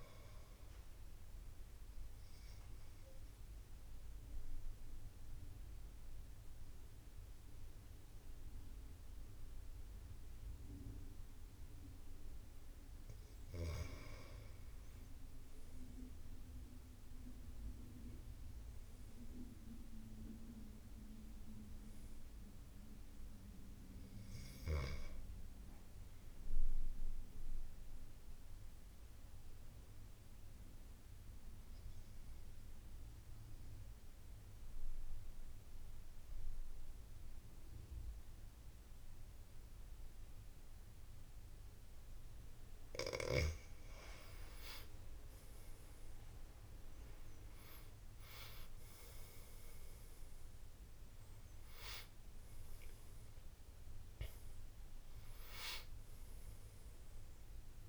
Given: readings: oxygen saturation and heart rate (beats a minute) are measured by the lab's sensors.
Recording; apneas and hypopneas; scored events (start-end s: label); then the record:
breathing in sleep by a room microphone; 2
0.00-15.00 s: oxygen desaturation (device-marked, oxygen 90% lowest, heart rate 76 extreme)
1.00-12.00 s: obstructive apnea (oxygen 94% before, 86% lowest, heart rate 80 before, 76 extreme, up 10 after)
16.00-19.50 s: arousal
21.00-38.00 s: oxygen desaturation (device-marked, oxygen 94% before, 88% lowest, heart rate 80 before, 76 extreme)
31.00-43.50 s: obstructive apnea (oxygen 94% before, 86% lowest, heart rate 81 before, 78 extreme, up 12 after)
46.00-52.50 s: arousal
51.00-57.89 s: oxygen desaturation (device-marked, oxygen 94% before, 86% lowest, heart rate 82 before, 73 extreme)
From the record:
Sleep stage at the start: N2 (light sleep); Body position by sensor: on the back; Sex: male